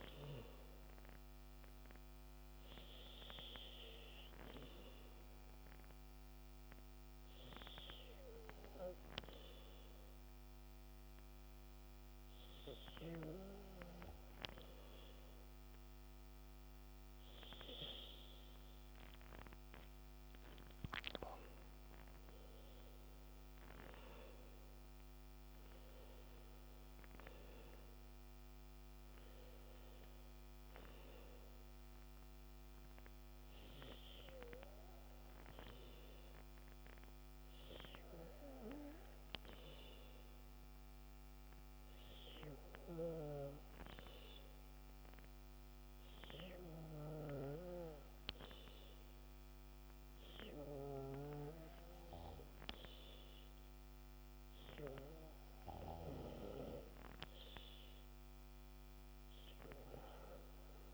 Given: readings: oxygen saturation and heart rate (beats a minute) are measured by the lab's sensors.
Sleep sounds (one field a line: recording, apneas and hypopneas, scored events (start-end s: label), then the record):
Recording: breathing in sleep by a microphone on the trachea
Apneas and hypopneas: 2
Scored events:
2.50-17.50 s: hypopnea (oxygen 97% before, 95% lowest, heart rate 80 before, 66 extreme, up 13 after)
19.50-23.00 s: arousal
39.50-56.50 s: hypopnea (oxygen 98% before, 95% lowest, heart rate 76 before, 61 extreme, up 16 after)
59.50-60.94 s: arousal
From the record:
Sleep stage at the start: N2 (light sleep)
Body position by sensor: on the back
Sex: male